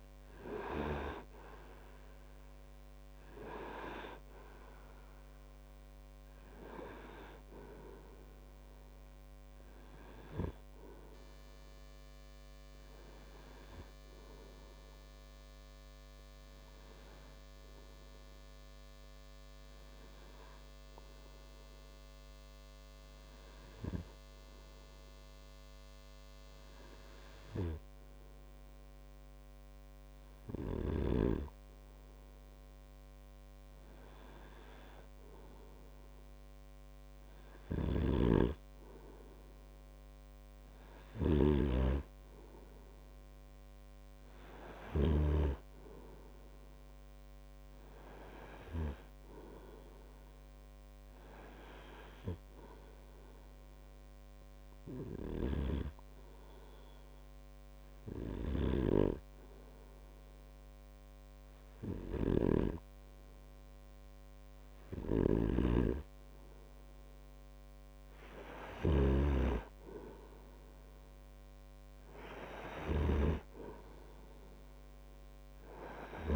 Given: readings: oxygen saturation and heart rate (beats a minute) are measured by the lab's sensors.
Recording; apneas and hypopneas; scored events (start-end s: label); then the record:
breathing in sleep by a microphone on the trachea; 2
0.00-27.50 s: oxygen desaturation (device-marked, oxygen 93% lowest)
14.00-31.50 s: hypopnea (oxygen 97% before, 93% lowest)
34.50-38.50 s: arousal
38.00-45.50 s: snoring (device-marked)
55.50-63.00 s: snoring (device-marked)
55.50-67.50 s: hypopnea (oxygen 99% before, 95% lowest)
65.00-76.36 s: snoring (device-marked)
72.00-76.00 s: arousal
From the record:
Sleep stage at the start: REM sleep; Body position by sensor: on the right side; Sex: male